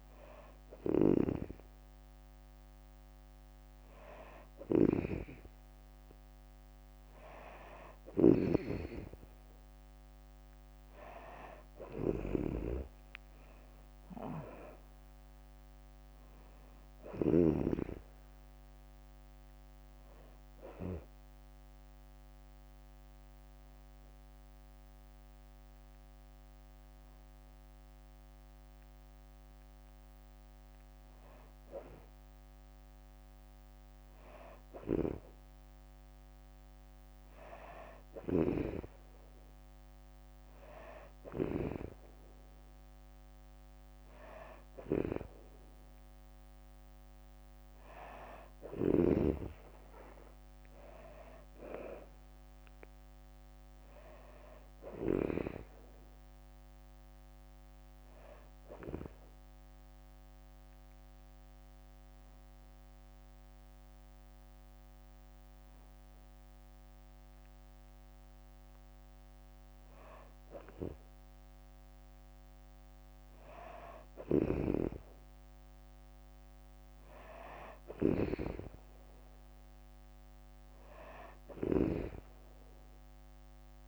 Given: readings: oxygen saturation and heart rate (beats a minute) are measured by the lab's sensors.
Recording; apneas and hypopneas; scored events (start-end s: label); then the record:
breathing in sleep by a microphone on the trachea; 2
0.50-17.00 s: snoring (device-marked)
8.00-10.50 s: arousal
12.00-24.00 s: drop in pulse transit time (device-marked, heart rate 69 before, 68 extreme)
20.00-31.00 s: hypopnea (oxygen 97% before, 92% lowest, heart rate 72 before, 63 extreme, up 3 after)
34.50-37.00 s: arousal
34.50-41.50 s: snoring (device-marked)
40.00-51.00 s: oxygen desaturation (device-marked, oxygen 97% before, 94% lowest, heart rate 66 before, 63 extreme)
48.50-55.00 s: snoring (device-marked)
50.50-54.00 s: arousal
51.00-64.00 s: drop in pulse transit time (device-marked, heart rate 68 before, 65 extreme)
57.50-69.00 s: hypopnea (oxygen 97% before, 92% lowest, heart rate 71 before, 63 extreme, up 4 after)
70.00-73.50 s: arousal
73.50-81.50 s: snoring (device-marked)
78.00-83.88 s: oxygen desaturation (device-marked, oxygen 96% before, 92% lowest, heart rate 65 before, 67 extreme)
From the record:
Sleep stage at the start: N2 (light sleep); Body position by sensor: on the back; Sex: female